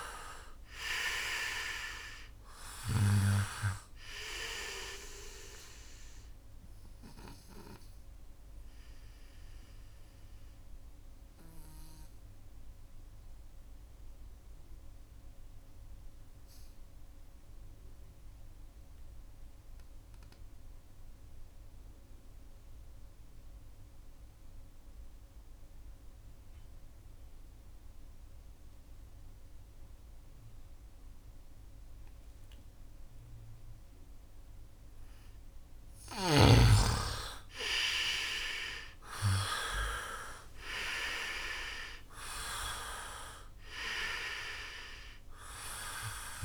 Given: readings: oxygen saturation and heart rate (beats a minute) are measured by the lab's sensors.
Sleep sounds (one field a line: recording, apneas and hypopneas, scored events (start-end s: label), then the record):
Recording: breathing in sleep by a room microphone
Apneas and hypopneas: 1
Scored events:
0.00-22.50 s: oxygen desaturation (device-marked, oxygen 85% lowest, heart rate 67 extreme)
10.50-34.50 s: obstructive apnea (oxygen 98% before, 84% lowest, heart rate 76 before, 67 extreme, up 10 after)
35.50-46.45 s: oxygen desaturation (device-marked, oxygen 98% before, 84% lowest, heart rate 75 before, 71 extreme)
36.50-40.50 s: arousal
From the record:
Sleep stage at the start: N2 (light sleep)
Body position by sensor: on the right side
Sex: male